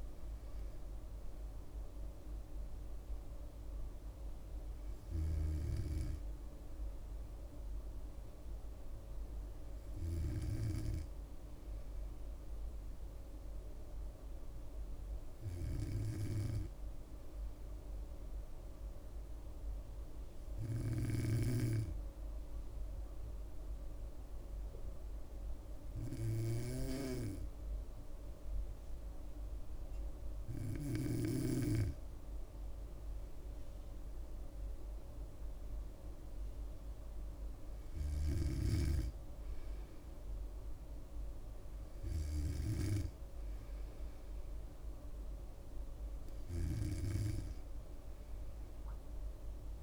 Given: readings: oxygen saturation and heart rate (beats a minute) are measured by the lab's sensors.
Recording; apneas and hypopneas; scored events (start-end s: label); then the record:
breathing in sleep by a room microphone; 1
12.50-29.50 s: hypopnea (oxygen 97% before, 96% lowest, heart rate 70 before, 65 extreme, up 3 after)
33.00-36.50 s: arousal
From the record:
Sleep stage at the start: N2 (light sleep); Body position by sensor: on the back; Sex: female